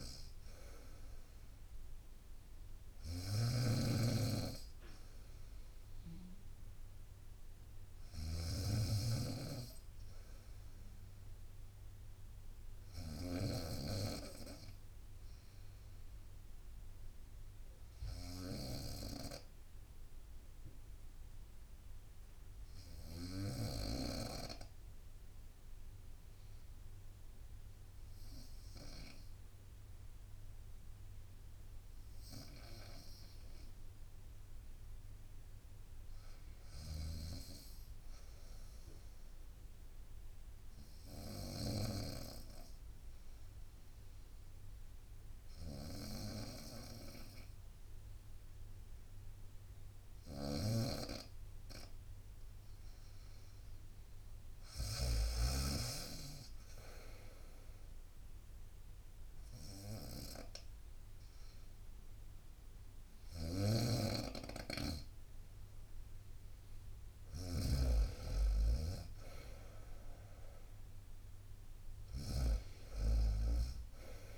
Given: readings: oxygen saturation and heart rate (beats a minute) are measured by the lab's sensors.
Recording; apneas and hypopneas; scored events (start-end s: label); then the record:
breathing in sleep by a room microphone; 2
0.00-23.50 s: snoring (device-marked)
14.00-31.50 s: obstructive apnea (oxygen 98% before, 91% lowest, heart rate 63 before, 59 extreme, up 2 after)
15.00-23.00 s: bradycardia (device-marked, heart rate 65 before, 59 extreme)
24.00-31.00 s: bradycardia (device-marked, heart rate 65 before, 59 extreme)
33.00-44.00 s: drop in pulse transit time (device-marked, heart rate 60 before, 59 extreme)
33.50-37.50 s: arousal
38.00-47.00 s: oxygen desaturation (device-marked, oxygen 96% before, 92% lowest, heart rate 59 before, 62 extreme)
41.50-52.50 s: obstructive apnea (oxygen 96% before, 91% lowest, heart rate 60 before, 63 extreme, up 6 after)
50.00-55.00 s: snoring (device-marked)
53.00-56.50 s: arousal
56.00-69.00 s: oxygen desaturation (device-marked, oxygen 95% before, 91% lowest, heart rate 63 before, 61 extreme)
57.00-68.00 s: drop in pulse transit time (device-marked, heart rate 63 before, 66 extreme)
63.00-74.38 s: snoring (device-marked)
From the record:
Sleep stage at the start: N2 (light sleep); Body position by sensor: on the right side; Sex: female